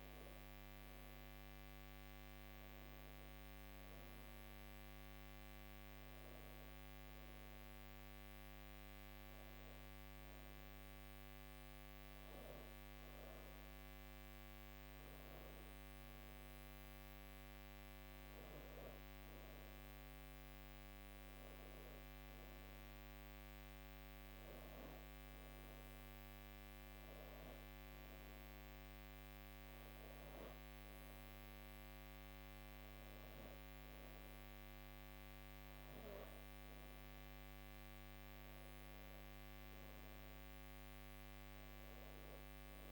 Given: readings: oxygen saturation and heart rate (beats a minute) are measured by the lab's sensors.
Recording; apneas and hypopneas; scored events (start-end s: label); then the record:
breathing in sleep, hard to hear, by a microphone on the trachea; 1
4.50-19.50 s: hypopnea (oxygen 98% before, 93% lowest, heart rate 70 before, 79 extreme, up 1 after)
21.00-24.00 s: arousal
From the record:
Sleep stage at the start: N2 (light sleep); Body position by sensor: on the back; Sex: female